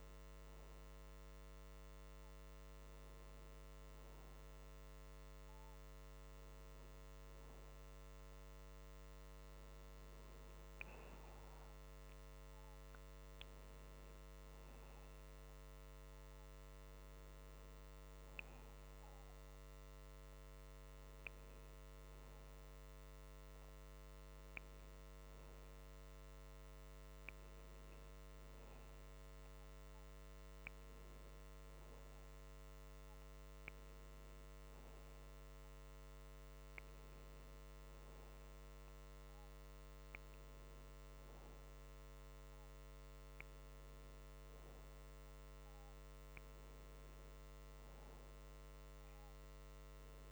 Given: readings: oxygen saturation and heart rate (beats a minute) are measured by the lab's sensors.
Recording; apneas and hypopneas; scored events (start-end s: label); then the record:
breathing in sleep, hard to hear, by a microphone on the trachea; none
none scored
From the record:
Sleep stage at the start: N1 (lightest sleep); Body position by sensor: on the back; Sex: male